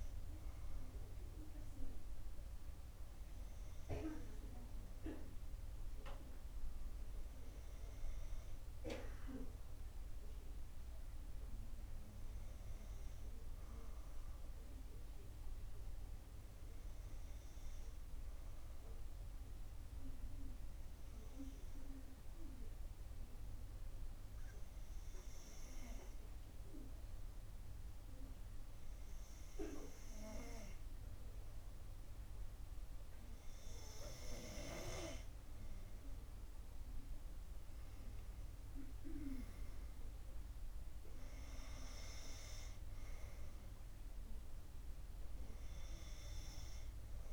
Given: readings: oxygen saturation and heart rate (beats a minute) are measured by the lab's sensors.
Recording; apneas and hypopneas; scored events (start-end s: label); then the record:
breathing in sleep by a room microphone; 1
20.00-34.00 s: obstructive apnea (oxygen 95% before, 90% lowest, heart rate 59 before, 59 extreme, up 4 after)
36.00-39.00 s: arousal
From the record:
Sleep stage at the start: N2 (light sleep); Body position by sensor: on the back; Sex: female